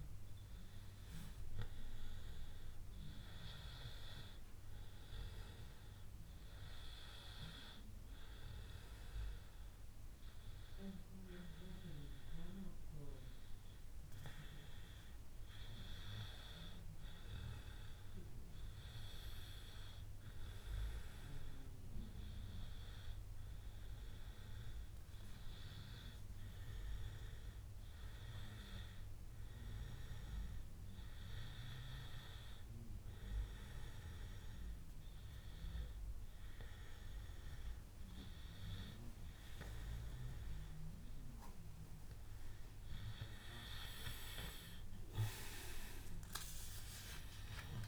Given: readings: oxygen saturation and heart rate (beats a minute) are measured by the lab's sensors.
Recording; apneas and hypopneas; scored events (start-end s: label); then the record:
breathing in sleep by a room microphone; none
none scored
From the record:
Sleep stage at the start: N1 (lightest sleep); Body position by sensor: on the back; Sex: male